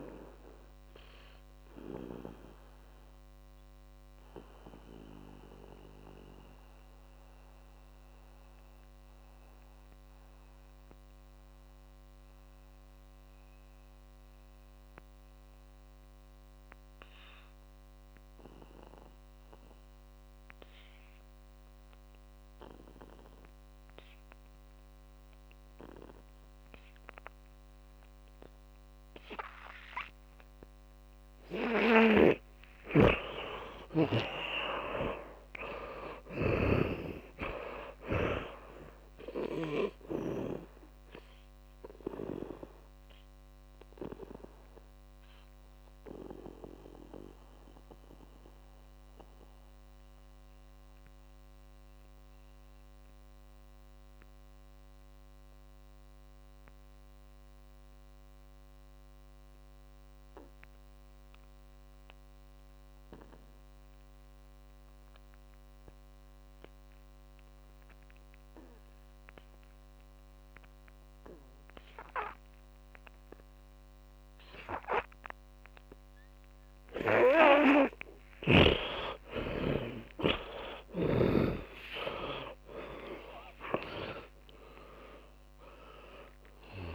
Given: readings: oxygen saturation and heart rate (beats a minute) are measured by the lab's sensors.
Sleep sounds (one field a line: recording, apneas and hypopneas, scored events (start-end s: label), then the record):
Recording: breathing in sleep by a microphone on the trachea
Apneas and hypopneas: 2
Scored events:
0.00-3.00 s: oxygen desaturation (device-marked, oxygen 89% lowest, heart rate 50 extreme)
2.00-31.00 s: mixed apnea (oxygen 100% before, 79% lowest, heart rate 91 before, 52 extreme, up 34 after)
5.00-22.00 s: oxygen desaturation (device-marked, oxygen 92% before, 79% lowest, heart rate 93 before, 52 extreme)
28.00-38.00 s: oxygen desaturation (device-marked, oxygen 100% before, 92% lowest, heart rate 58 before, 54 extreme)
32.00-37.00 s: snoring (device-marked)
33.50-37.00 s: arousal
43.50-77.50 s: mixed apnea (oxygen 100% before, 77% lowest, heart rate 65 before, 45 extreme)
45.00-65.00 s: oxygen desaturation (device-marked, oxygen 94% before, 81% lowest, heart rate 67 before, 45 extreme)
71.00-86.95 s: oxygen desaturation (device-marked, oxygen 99% before, 77% lowest, heart rate 56 before, 45 extreme)
79.00-83.50 s: arousal
81.00-86.95 s: tachycardia (device-marked, heart rate 66 before, 119 extreme)
From the record:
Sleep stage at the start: N2 (light sleep)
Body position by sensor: on the back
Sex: male